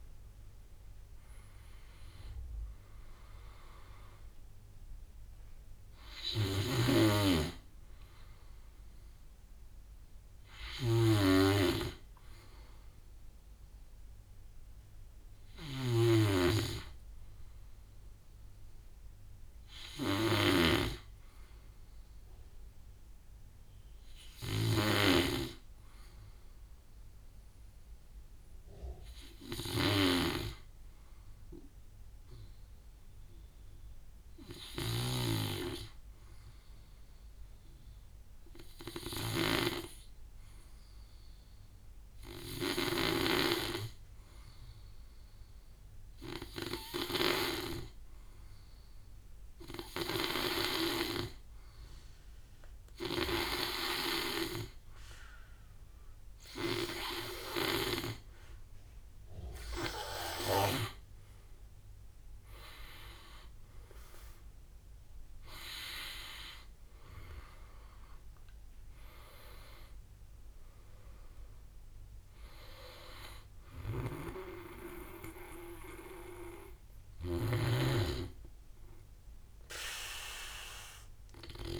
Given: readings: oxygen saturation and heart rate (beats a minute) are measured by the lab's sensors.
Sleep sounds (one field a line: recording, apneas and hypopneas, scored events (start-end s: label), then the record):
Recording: breathing in sleep by a room microphone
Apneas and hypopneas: 1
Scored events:
0.00-8.50 s: drop in pulse transit time (device-marked, heart rate 56 extreme)
0.00-11.50 s: oxygen desaturation (device-marked, oxygen 89% lowest, heart rate 49 extreme)
6.00-20.00 s: snoring (device-marked)
29.50-35.00 s: snoring (device-marked)
30.00-58.00 s: hypopnea (oxygen 100% before, 91% lowest, heart rate 52 before, 53 extreme, up 14 after)
41.50-70.50 s: oxygen desaturation (device-marked, oxygen 99% before, 91% lowest, heart rate 54 before, 50 extreme)
42.50-54.00 s: snoring (device-marked)
63.50-79.50 s: drop in pulse transit time (device-marked, heart rate 58 before, 56 extreme)
66.50-70.50 s: arousal
73.00-81.50 s: snoring (device-marked)
From the record:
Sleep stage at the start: N2 (light sleep)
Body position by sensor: on the back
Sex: male